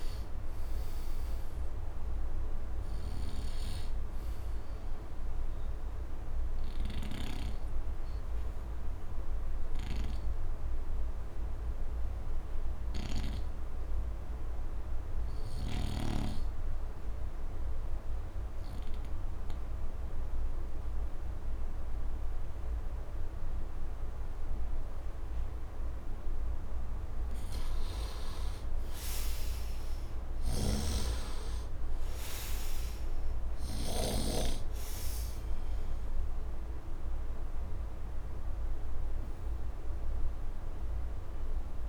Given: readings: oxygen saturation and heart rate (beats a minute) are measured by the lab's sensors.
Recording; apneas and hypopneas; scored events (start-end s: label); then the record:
breathing in sleep by a room microphone; 1
0.00-16.00 s: oxygen desaturation (device-marked, oxygen 86% lowest, heart rate 70 extreme)
3.00-13.50 s: snoring (device-marked)
5.00-27.00 s: obstructive apnea (oxygen 99% before, 82% lowest, heart rate 78 before, 70 extreme, up 6 after)
26.00-41.89 s: oxygen desaturation (device-marked, oxygen 99% before, 82% lowest, heart rate 75 before, 70 extreme)
29.00-32.50 s: arousal
30.50-34.50 s: snoring (device-marked)
From the record:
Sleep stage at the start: N2 (light sleep); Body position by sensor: on the right side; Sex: male